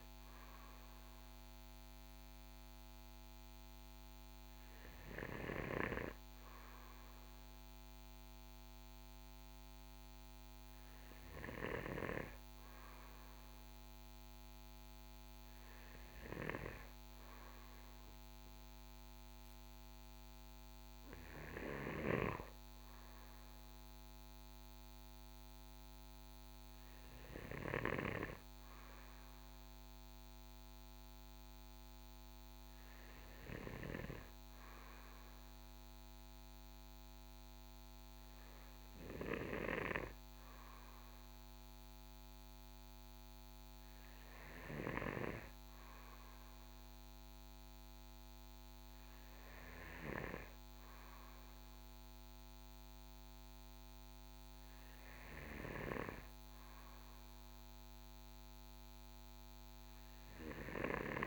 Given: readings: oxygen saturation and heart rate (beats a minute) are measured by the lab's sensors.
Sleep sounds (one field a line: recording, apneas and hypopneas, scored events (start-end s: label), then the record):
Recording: breathing in sleep by a microphone on the trachea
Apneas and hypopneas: none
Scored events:
none scored
From the record:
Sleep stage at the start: N2 (light sleep)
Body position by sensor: on the right side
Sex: male